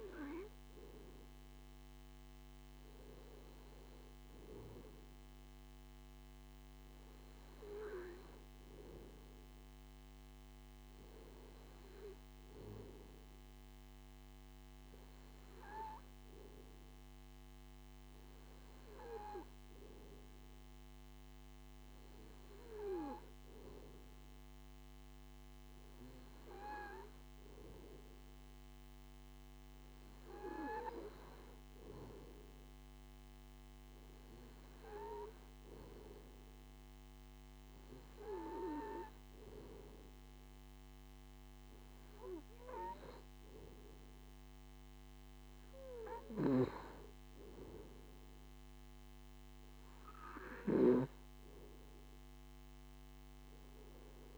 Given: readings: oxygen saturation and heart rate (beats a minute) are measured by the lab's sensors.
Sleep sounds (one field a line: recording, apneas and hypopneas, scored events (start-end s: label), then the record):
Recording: breathing in sleep by a microphone on the trachea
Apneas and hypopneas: none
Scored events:
none scored
From the record:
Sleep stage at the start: N2 (light sleep)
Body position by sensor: on the left side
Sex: male